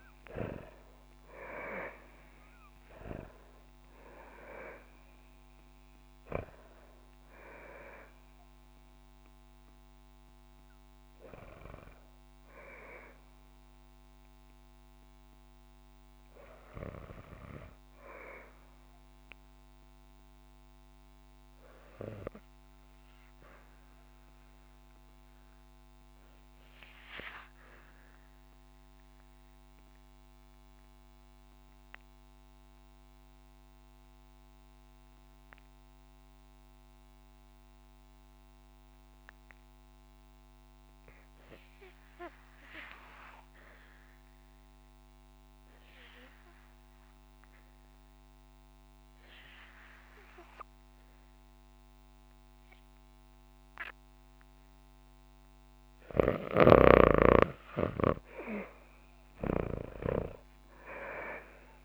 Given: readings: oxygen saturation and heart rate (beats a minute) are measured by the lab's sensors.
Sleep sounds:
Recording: breathing in sleep by a microphone on the trachea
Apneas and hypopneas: 1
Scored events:
0.00-2.50 s: arousal
0.00-24.50 s: oxygen desaturation (device-marked, oxygen 76% lowest, heart rate 51 extreme)
18.00-54.50 s: obstructive apnea (oxygen 83% before, 76% lowest, heart rate 73 before, 45 extreme, up 11 after)
38.50-61.85 s: oxygen desaturation (device-marked, oxygen 98% before, 76% lowest, heart rate 67 before, 45 extreme)
56.00-61.00 s: arousal
From the record:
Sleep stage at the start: REM sleep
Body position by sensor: on the back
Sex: female

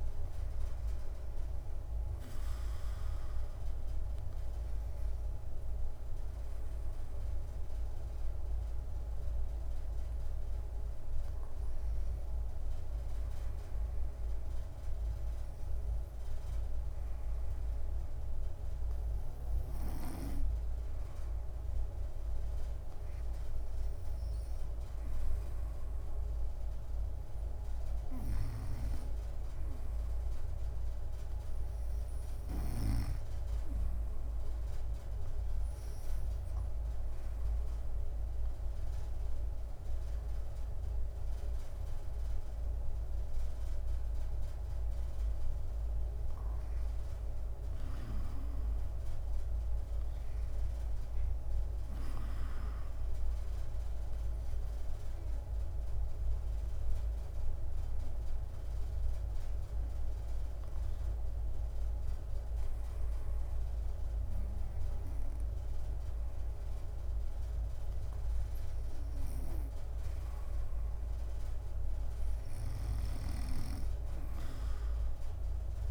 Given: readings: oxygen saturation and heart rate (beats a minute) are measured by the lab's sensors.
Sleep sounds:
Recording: breathing in sleep, hard to hear, by a room microphone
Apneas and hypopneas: 3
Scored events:
0.00-4.50 s: drop in pulse transit time (device-marked, heart rate 64 extreme)
6.00-22.00 s: obstructive apnea (oxygen 98% before, 94% lowest, heart rate 64 before, 55 extreme, up 5 after)
24.00-28.00 s: arousal
28.00-33.00 s: snoring (device-marked)
35.50-46.50 s: obstructive apnea (oxygen 98% before, 92% lowest, heart rate 61 before, 55 extreme, up 9 after)
37.50-47.50 s: drop in pulse transit time (device-marked, heart rate 61 before, 55 extreme)
40.50-75.91 s: new sleep stage, REM sleep
47.50-50.50 s: arousal
54.00-67.50 s: obstructive apnea (oxygen 98% before, 92% lowest, heart rate 61 before, 59 extreme, up 3 after)
57.50-65.50 s: drop in pulse transit time (device-marked, heart rate 61 before, 62 extreme)
69.50-73.00 s: arousal
72.50-75.91 s: snoring (device-marked)
From the record:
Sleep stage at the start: N2 (light sleep)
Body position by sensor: on the back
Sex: female

